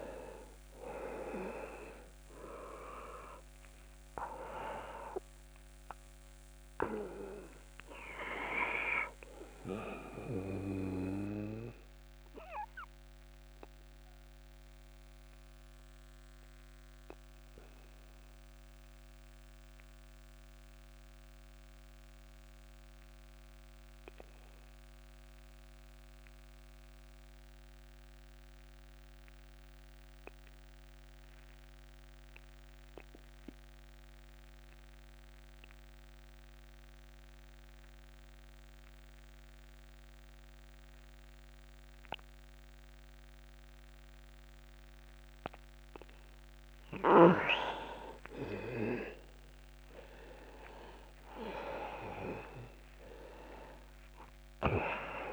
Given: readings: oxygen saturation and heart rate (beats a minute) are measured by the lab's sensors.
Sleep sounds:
breathing in sleep by a microphone on the trachea; 1
0.00-32.00 s: oxygen desaturation (device-marked, oxygen 86% lowest)
9.50-45.50 s: obstructive apnea (oxygen 99% before, 86% lowest)
48.00-52.00 s: arousal
51.00-55.32 s: oxygen desaturation (device-marked, oxygen 98% before, 89% lowest)
From the record:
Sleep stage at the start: REM sleep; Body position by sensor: on the back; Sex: male

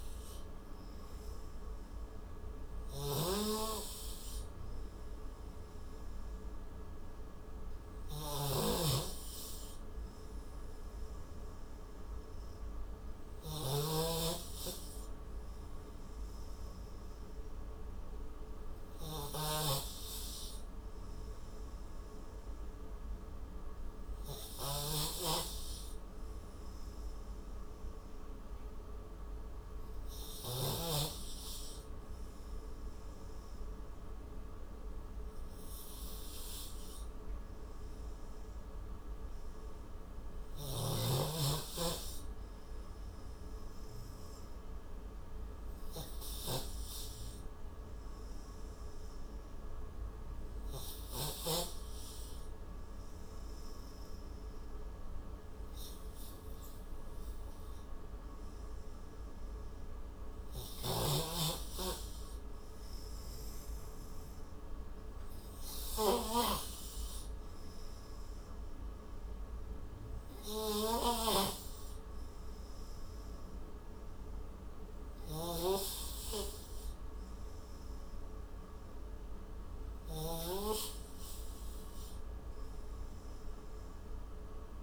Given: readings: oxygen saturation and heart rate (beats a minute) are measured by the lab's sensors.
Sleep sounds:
breathing in sleep by a room microphone; 1
3.00-14.00 s: snoring (device-marked)
24.50-31.00 s: snoring (device-marked)
46.00-62.50 s: hypopnea (oxygen 93% before, 89% lowest, heart rate 62 before, 36 extreme, up 19 after)
64.00-67.00 s: arousal
67.00-81.00 s: oxygen desaturation (device-marked, oxygen 93% before, 89% lowest, heart rate 57 before, 38 extreme)
71.00-84.83 s: snoring (device-marked)
From the record:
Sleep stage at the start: N3 (deep sleep); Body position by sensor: on the right side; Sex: male

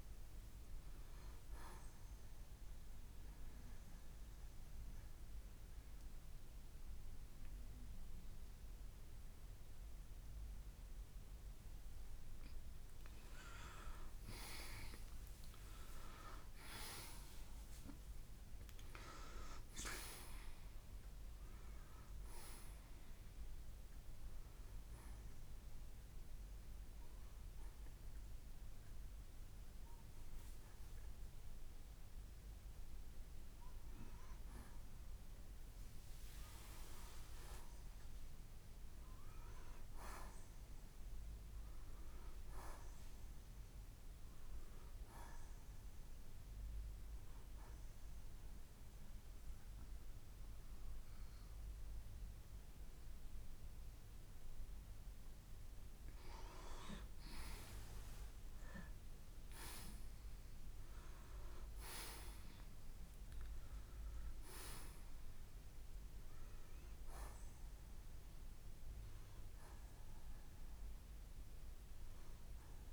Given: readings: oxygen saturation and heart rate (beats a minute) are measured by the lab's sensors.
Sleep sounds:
breathing in sleep by a room microphone; 1
0.00-17.00 s: oxygen desaturation (device-marked, oxygen 86% lowest, heart rate 57 extreme)
2.00-12.50 s: mixed apnea (oxygen 95% before, 84% lowest, heart rate 66 before, 57 extreme, up 12 after)
17.00-21.00 s: arousal
28.00-41.00 s: oxygen desaturation (device-marked, oxygen 93% before, 84% lowest, heart rate 63 before, 58 extreme)
64.50-69.00 s: arousal
71.00-72.93 s: oxygen desaturation (device-marked, oxygen 92% before, 86% lowest, heart rate 64 before, 56 extreme)
From the record:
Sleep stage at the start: N2 (light sleep); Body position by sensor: on the right side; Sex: male

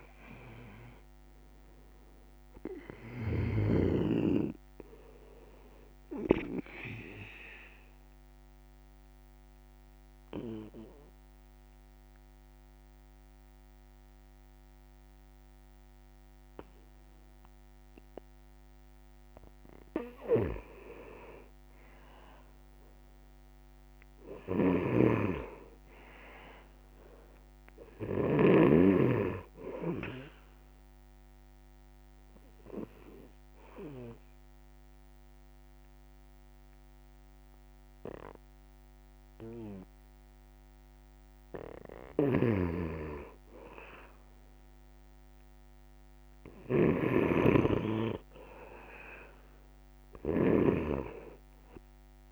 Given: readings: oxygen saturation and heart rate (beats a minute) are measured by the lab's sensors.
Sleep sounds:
breathing in sleep by a microphone on the trachea; 2
0.00-2.50 s: arousal
6.50-19.50 s: obstructive apnea (oxygen 98% before, 90% lowest, heart rate 69 before, 68 extreme, up 1 after)
10.00-24.00 s: oxygen desaturation (device-marked, oxygen 98% before, 90% lowest, heart rate 70 before, 68 extreme)
22.50-25.50 s: arousal
24.00-28.50 s: snoring (device-marked)
30.00-41.50 s: obstructive apnea (oxygen 98% before, 90% lowest, heart rate 70 before, 68 extreme, up 3 after)
36.00-49.00 s: oxygen desaturation (device-marked, oxygen 98% before, 91% lowest, heart rate 70 before, 66 extreme)
42.00-52.32 s: snoring (device-marked)
46.50-50.50 s: arousal
From the record:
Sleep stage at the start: N2 (light sleep); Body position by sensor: on the back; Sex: male

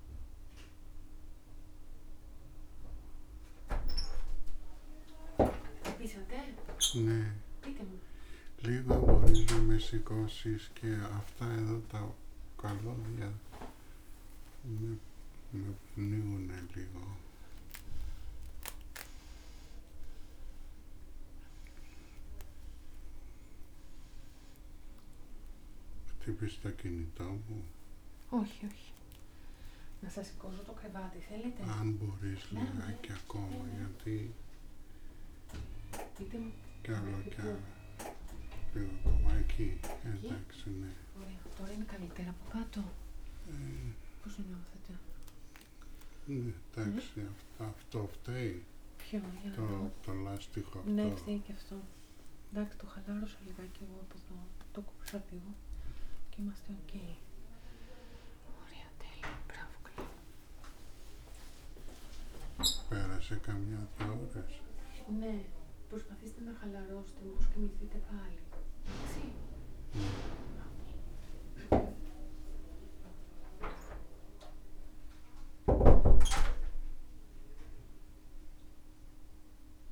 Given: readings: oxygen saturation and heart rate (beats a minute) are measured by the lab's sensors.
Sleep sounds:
a person awake in a sleep study, by a room microphone; none
2.50-79.92 s: new sleep stage, awake
From the record:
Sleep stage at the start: N2 (light sleep); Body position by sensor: on the back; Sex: male

